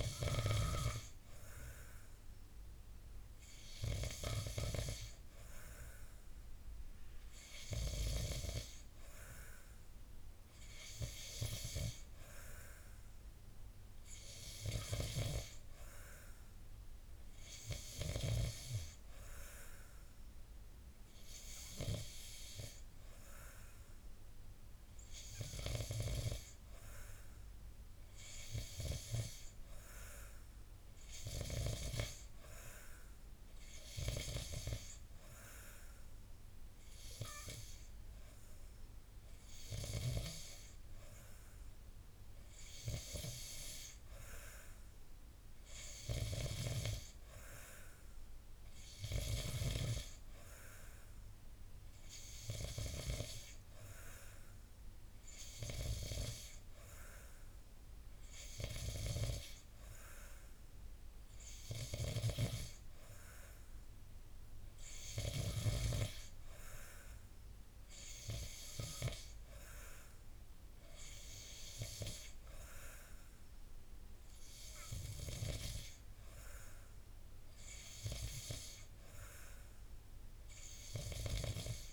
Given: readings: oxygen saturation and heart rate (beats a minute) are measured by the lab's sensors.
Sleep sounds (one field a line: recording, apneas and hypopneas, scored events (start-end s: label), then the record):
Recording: breathing in sleep by a room microphone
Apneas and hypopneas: none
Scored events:
none scored
From the record:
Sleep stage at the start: N2 (light sleep)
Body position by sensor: on the back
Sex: male